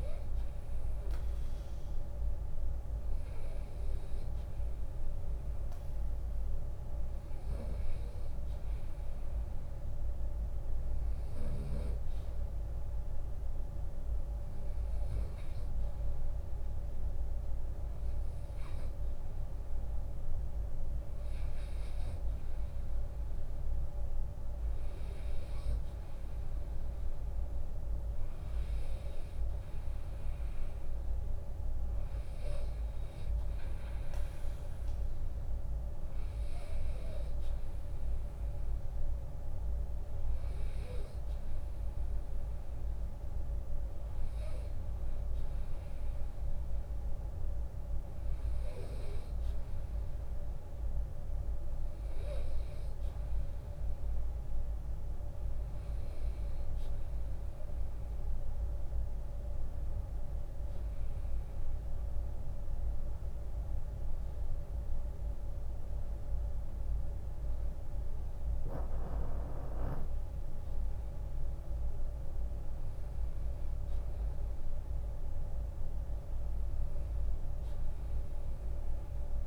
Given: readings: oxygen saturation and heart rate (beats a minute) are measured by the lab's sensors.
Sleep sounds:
breathing in sleep, hard to hear, by a room microphone; none
29.50-38.50 s: drop in pulse transit time (device-marked, heart rate 76 before, 74 extreme)
38.00-40.00 s: long interval between heartbeats (device-marked, heart rate 75 before, 75 extreme)
50.00-52.00 s: long interval between heartbeats (device-marked, heart rate 78 before, 83 extreme)
57.00-59.00 s: long interval between heartbeats (device-marked, heart rate 79 before, 78 extreme)
From the record:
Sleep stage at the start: REM sleep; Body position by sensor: on the right side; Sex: male

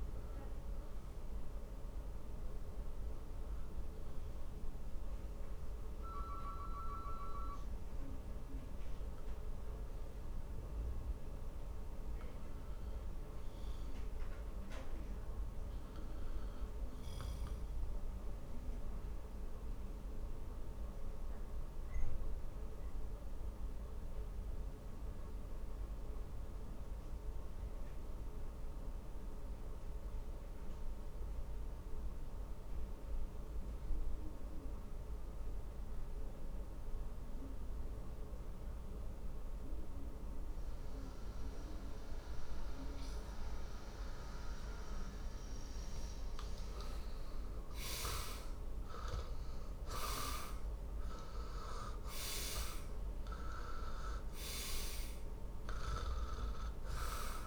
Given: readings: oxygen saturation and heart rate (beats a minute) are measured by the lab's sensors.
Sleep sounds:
breathing in sleep by a room microphone; 1
0.00-31.00 s: oxygen desaturation (device-marked, oxygen 75% lowest, heart rate 50 extreme)
14.00-57.47 s: new sleep stage, N2 (light sleep)
18.00-45.00 s: obstructive apnea (oxygen 91% before, 75% lowest, heart rate 54 before, 46 extreme, up 16 after)
47.00-52.00 s: arousal
From the record:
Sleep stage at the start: N1 (lightest sleep); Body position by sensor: on the back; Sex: male

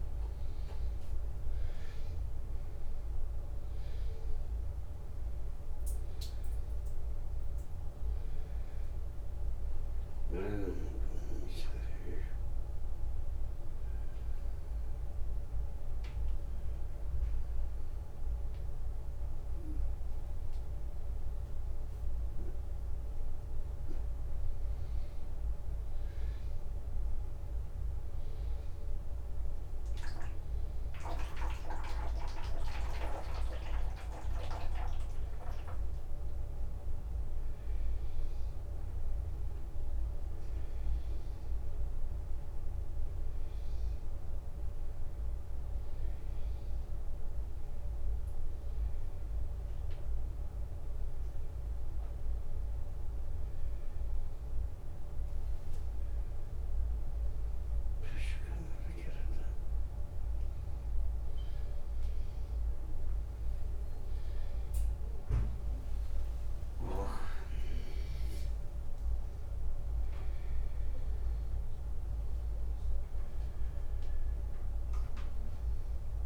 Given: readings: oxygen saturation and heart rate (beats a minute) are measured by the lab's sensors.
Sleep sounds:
a person awake in a sleep study, by a room microphone; none
none scored
From the record:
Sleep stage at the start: awake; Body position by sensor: upright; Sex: male

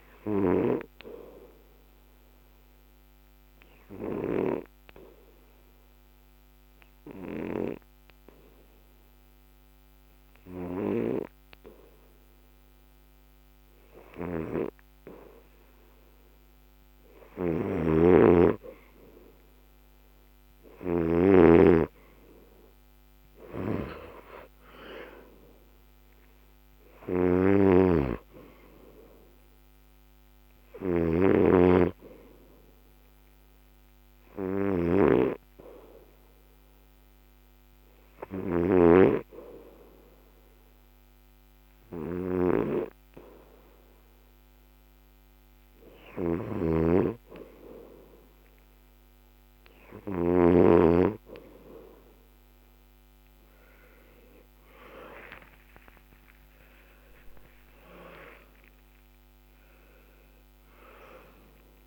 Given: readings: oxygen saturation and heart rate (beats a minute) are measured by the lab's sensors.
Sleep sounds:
breathing in sleep by a microphone on the trachea; 1
1.50-15.00 s: obstructive apnea (oxygen 87% before, 83% lowest, heart rate 82 before, 63 extreme, up 6 after)
13.00-48.00 s: oxygen desaturation (device-marked, oxygen 99% before, 83% lowest, heart rate 77 before, 65 extreme)
17.00-21.00 s: snoring (device-marked)
19.00-23.50 s: arousal
27.00-50.50 s: snoring (device-marked)
54.50-58.00 s: arousal
From the record:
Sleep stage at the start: N2 (light sleep); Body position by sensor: on the left side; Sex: male

